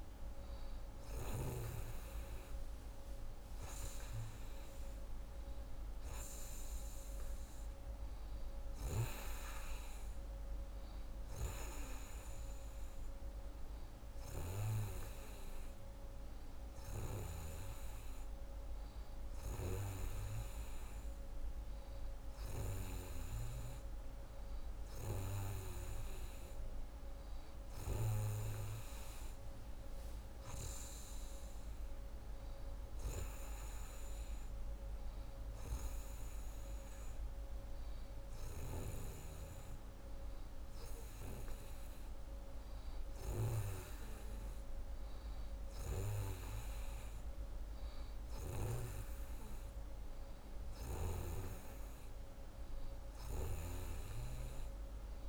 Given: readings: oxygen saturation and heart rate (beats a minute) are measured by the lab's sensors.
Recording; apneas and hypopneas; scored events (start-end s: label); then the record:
breathing in sleep by a room microphone; none
none scored
From the record:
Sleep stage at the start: N2 (light sleep); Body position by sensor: on the right side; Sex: female